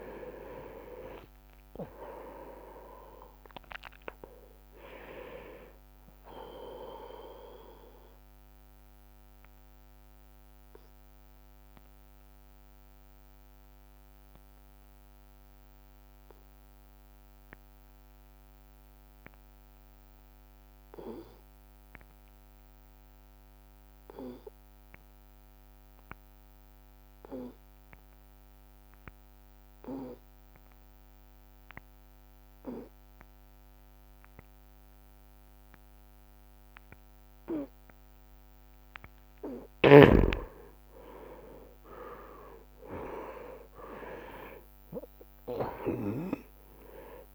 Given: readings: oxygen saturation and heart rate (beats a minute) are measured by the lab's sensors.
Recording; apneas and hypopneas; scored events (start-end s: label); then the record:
breathing in sleep by a microphone on the trachea; 1
0.00-3.00 s: arousal
0.00-30.00 s: oxygen desaturation (device-marked, oxygen 89% lowest)
10.50-37.50 s: obstructive apnea (oxygen 99% before, 86% lowest)
32.00-47.35 s: oxygen desaturation (device-marked, oxygen 99% before, 86% lowest)
36.00-47.35 s: tachycardia (device-marked)
38.50-43.00 s: arousal
From the record:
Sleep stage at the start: N2 (light sleep); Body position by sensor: on the right side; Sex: male